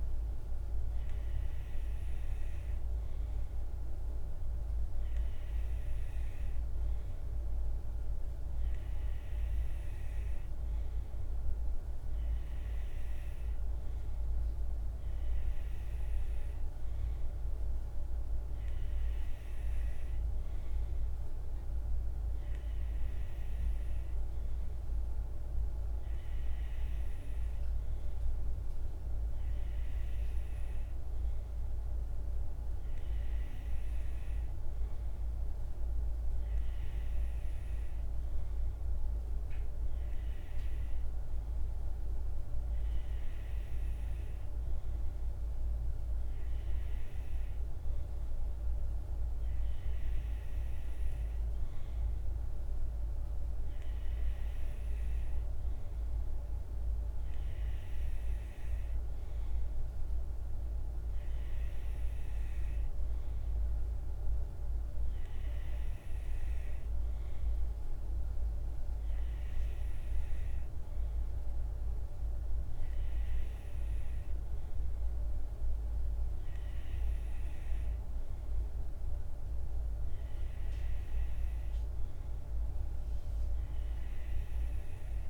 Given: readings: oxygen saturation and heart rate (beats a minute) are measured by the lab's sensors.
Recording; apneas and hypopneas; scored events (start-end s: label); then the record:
breathing in sleep, hard to hear, by a room microphone; none
none scored
From the record:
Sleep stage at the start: N2 (light sleep); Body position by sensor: on the right side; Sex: male